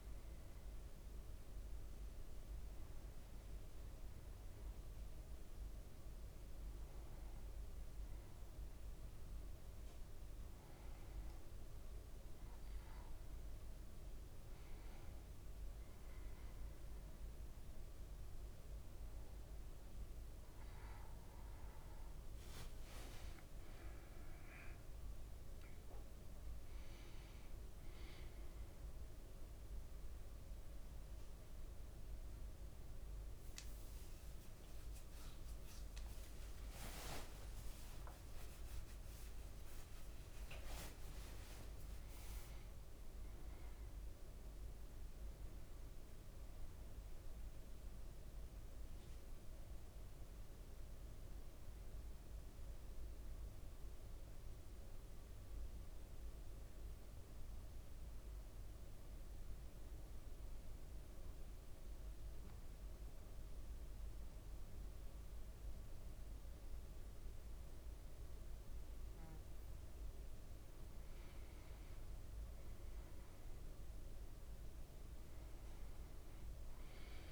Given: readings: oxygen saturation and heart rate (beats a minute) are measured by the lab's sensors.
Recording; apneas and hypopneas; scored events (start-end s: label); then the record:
breathing in sleep, hard to hear, by a room microphone; 1
0.00-17.50 s: oxygen desaturation (device-marked, oxygen 95% lowest, heart rate 55 extreme)
21.00-25.50 s: arousal
36.00-41.50 s: leg movement (device-marked)
55.00-70.00 s: hypopnea (oxygen 99% before, 95% lowest, heart rate 58 before, 55 extreme, up 3 after)
72.50-76.50 s: arousal
From the record:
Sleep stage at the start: N1 (lightest sleep); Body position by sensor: on the back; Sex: male